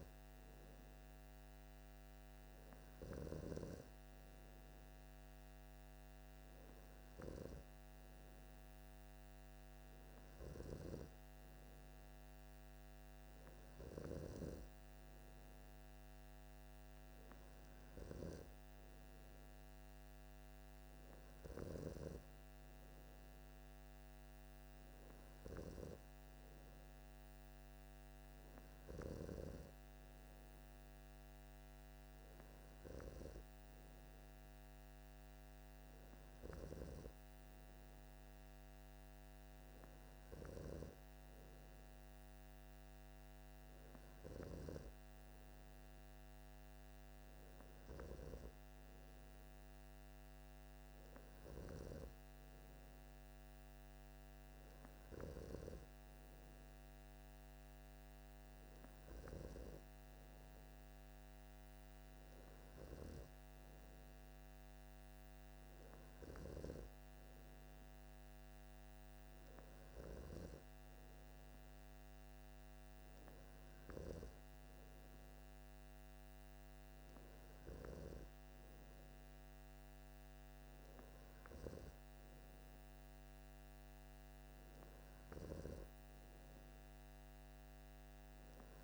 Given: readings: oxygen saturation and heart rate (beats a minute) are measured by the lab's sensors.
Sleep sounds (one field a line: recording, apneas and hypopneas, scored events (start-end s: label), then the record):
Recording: breathing in sleep by a microphone on the trachea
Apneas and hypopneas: none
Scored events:
none scored
From the record:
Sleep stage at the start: N3 (deep sleep)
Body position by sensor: on the left side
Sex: male